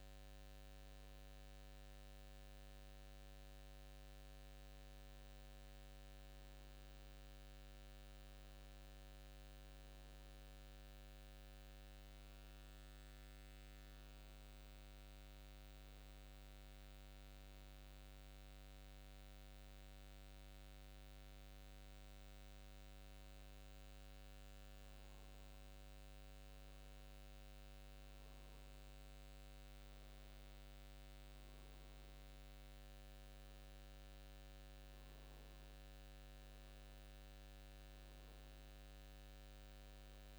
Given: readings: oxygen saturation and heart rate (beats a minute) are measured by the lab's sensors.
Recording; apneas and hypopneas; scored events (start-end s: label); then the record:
breathing in sleep, hard to hear, by a microphone on the trachea; none
none scored
From the record:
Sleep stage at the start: N2 (light sleep); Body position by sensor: on the back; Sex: male